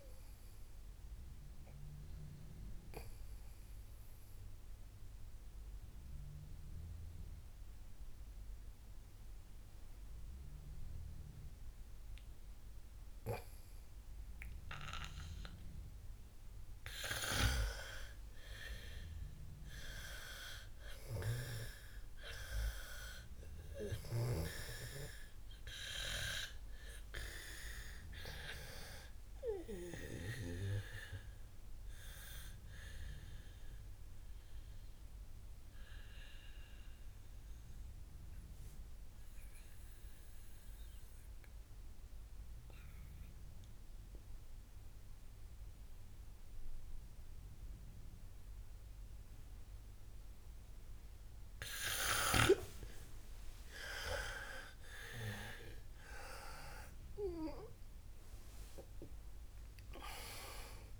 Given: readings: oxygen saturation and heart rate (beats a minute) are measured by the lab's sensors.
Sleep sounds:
breathing in sleep by a room microphone; 2
0.00-11.00 s: oxygen desaturation (device-marked, oxygen 92% lowest, heart rate 53 extreme)
1.50-17.00 s: obstructive apnea (oxygen 98% before, 91% lowest, heart rate 76 before, 53 extreme, up 24 after)
18.50-23.00 s: arousal
24.50-31.00 s: snoring (device-marked)
25.00-40.00 s: oxygen desaturation (device-marked, oxygen 98% before, 93% lowest, heart rate 63 before, 55 extreme)
33.50-53.00 s: mixed apnea (oxygen 98% before, 90% lowest, heart rate 70 before, 55 extreme, up 27 after)
54.50-60.00 s: arousal
From the record:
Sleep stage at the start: N2 (light sleep); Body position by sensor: on the back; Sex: female

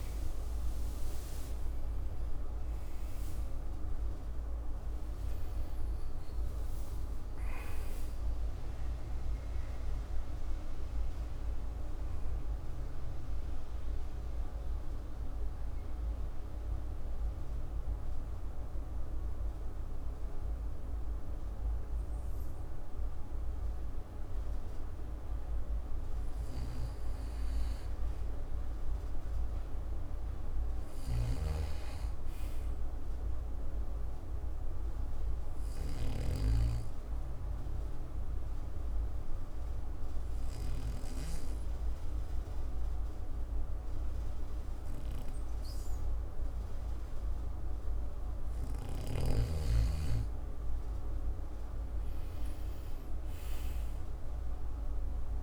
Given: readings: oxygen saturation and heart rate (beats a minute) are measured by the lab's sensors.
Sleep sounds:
breathing in sleep, hard to hear, by a room microphone; 2
0.00-3.00 s: arousal
5.00-7.00 s: long interval between heartbeats (device-marked, heart rate 64 before, 74 extreme)
12.00-30.00 s: oxygen desaturation (device-marked, oxygen 97% before, 93% lowest, heart rate 69 before, 55 extreme)
13.50-26.00 s: central apnea (oxygen 98% before, 93% lowest, heart rate 69 before, 55 extreme, up 2 after)
26.50-36.50 s: snoring (device-marked)
29.00-33.50 s: arousal
35.50-49.00 s: obstructive apnea (oxygen 100% before, 93% lowest, heart rate 59 before, 55 extreme, up 3 after)
40.00-52.00 s: oxygen desaturation (device-marked, oxygen 100% before, 96% lowest, heart rate 59 before, 55 extreme)
53.00-55.43 s: arousal
From the record:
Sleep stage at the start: N2 (light sleep); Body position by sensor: on the back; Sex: male

